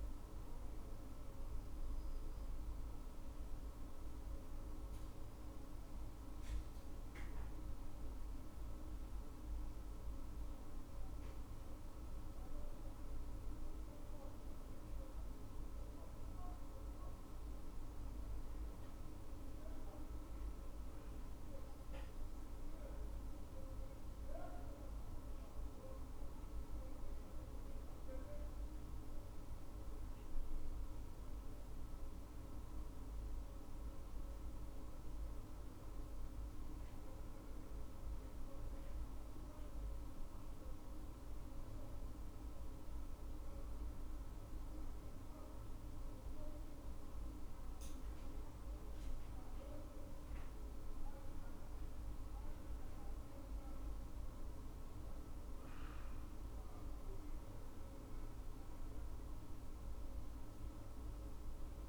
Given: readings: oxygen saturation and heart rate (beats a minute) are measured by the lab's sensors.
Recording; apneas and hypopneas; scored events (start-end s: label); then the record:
breathing in sleep, hard to hear, by a room microphone; none
none scored
From the record:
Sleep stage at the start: N2 (light sleep); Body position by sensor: on the left side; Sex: female